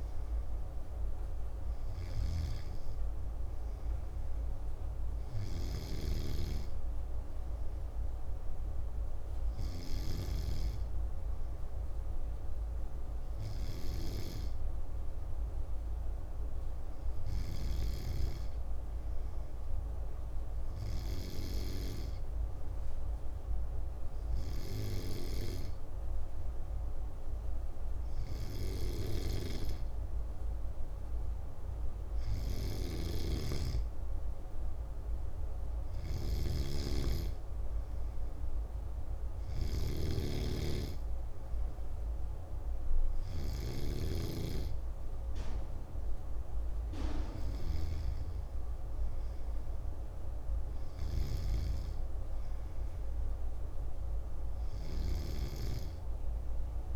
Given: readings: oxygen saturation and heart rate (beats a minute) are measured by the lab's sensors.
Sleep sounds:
breathing in sleep by a room microphone; none
0.00-6.00 s: snoring (device-marked)
19.00-23.00 s: arousal
32.50-43.50 s: snoring (device-marked)
From the record:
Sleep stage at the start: N2 (light sleep); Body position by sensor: on the back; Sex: male

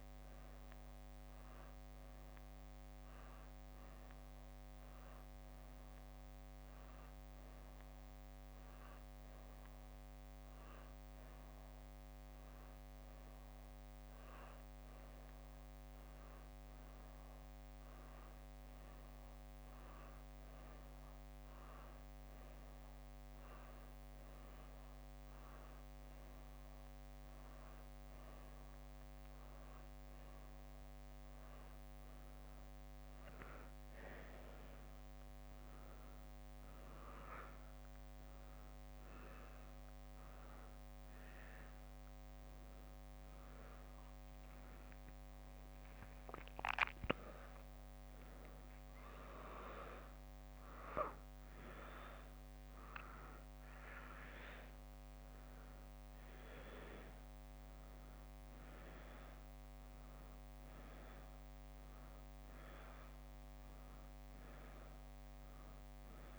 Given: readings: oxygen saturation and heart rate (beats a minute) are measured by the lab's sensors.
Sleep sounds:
a person awake in a sleep study, by a microphone on the trachea; none
0.00-4.50 s: drop in pulse transit time (device-marked, heart rate 68 extreme)
From the record:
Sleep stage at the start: awake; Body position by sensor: on the back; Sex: female

